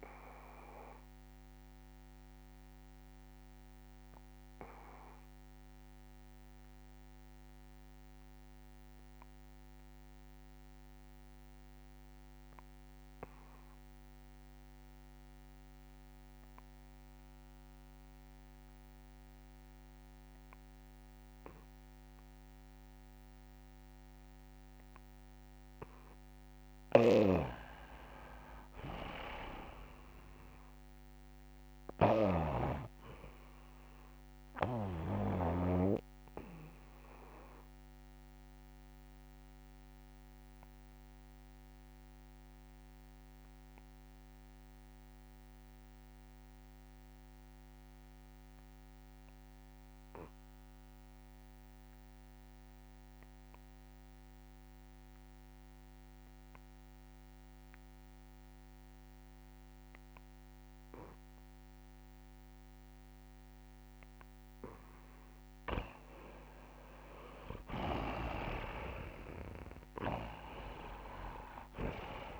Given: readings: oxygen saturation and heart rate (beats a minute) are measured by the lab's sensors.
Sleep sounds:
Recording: breathing in sleep by a microphone on the trachea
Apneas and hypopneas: 2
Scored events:
0.00-10.00 s: oxygen desaturation (device-marked, oxygen 82% lowest, heart rate 66 extreme)
2.00-25.00 s: obstructive apnea (oxygen 98% before, 81% lowest, heart rate 71 before, 66 extreme, up 4 after)
24.00-54.00 s: oxygen desaturation (device-marked, oxygen 99% before, 81% lowest, heart rate 68 before, 66 extreme)
26.50-35.00 s: snoring (device-marked)
28.00-31.00 s: arousal
39.00-64.50 s: obstructive apnea (oxygen 99% before, 80% lowest, heart rate 69 before, 66 extreme, up 15 after)
60.00-72.39 s: new sleep stage, N2 (light sleep)
64.00-72.39 s: oxygen desaturation (device-marked, oxygen 97% before, 81% lowest, heart rate 68 before, 65 extreme)
67.50-72.39 s: snoring (device-marked)
68.00-72.39 s: arousal
69.50-71.50 s: long interval between heartbeats (device-marked, heart rate 68 before, 76 extreme)
From the record:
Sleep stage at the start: REM sleep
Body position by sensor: on the back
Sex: male

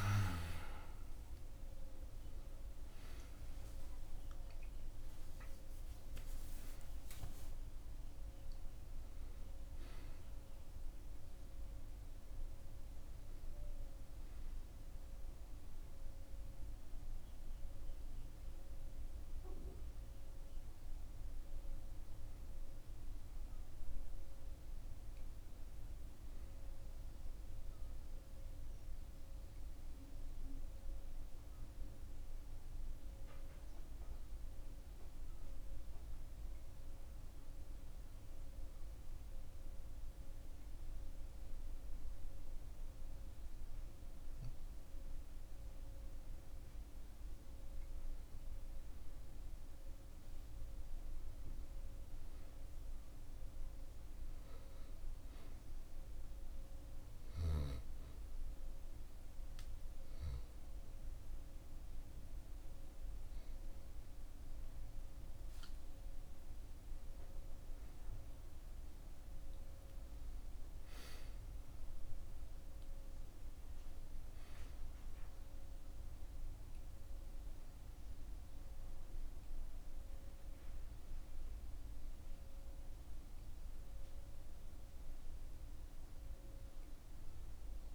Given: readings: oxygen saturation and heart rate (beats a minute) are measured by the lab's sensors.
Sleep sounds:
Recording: breathing in sleep, hard to hear, by a room microphone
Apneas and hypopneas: 2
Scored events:
0.00-5.00 s: arousal
5.50-28.50 s: oxygen desaturation (device-marked, oxygen 96% before, 90% lowest)
29.00-33.00 s: arousal
38.00-49.00 s: hypopnea (oxygen 98% before, 94% lowest)
55.50-66.00 s: hypopnea (oxygen 98% before, 94% lowest)
67.00-71.50 s: arousal
From the record:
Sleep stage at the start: N2 (light sleep)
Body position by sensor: on the back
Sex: male

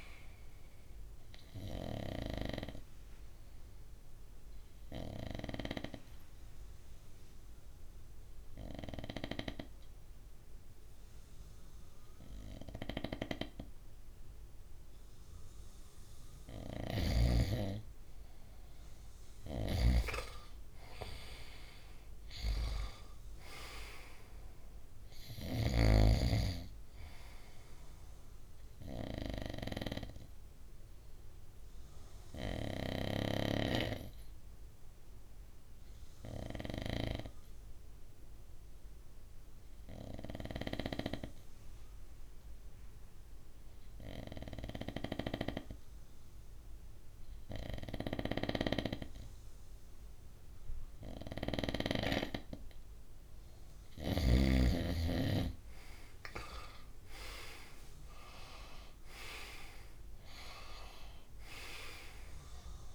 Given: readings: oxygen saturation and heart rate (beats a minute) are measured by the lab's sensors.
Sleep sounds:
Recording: breathing in sleep by a room microphone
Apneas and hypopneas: 2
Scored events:
2.00-16.00 s: obstructive apnea (oxygen 98% before, 93% lowest, heart rate 63 before, 57 extreme, up 8 after)
18.50-22.00 s: arousal
19.00-25.50 s: snoring (device-marked)
30.50-53.00 s: obstructive apnea (oxygen 98% before, 93% lowest, heart rate 62 before, 58 extreme, up 9 after)
54.50-58.00 s: arousal
57.00-62.95 s: oxygen desaturation (device-marked, oxygen 97% before, 93% lowest, heart rate 61 before, 55 extreme)
From the record:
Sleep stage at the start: N2 (light sleep)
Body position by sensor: on the right side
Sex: male

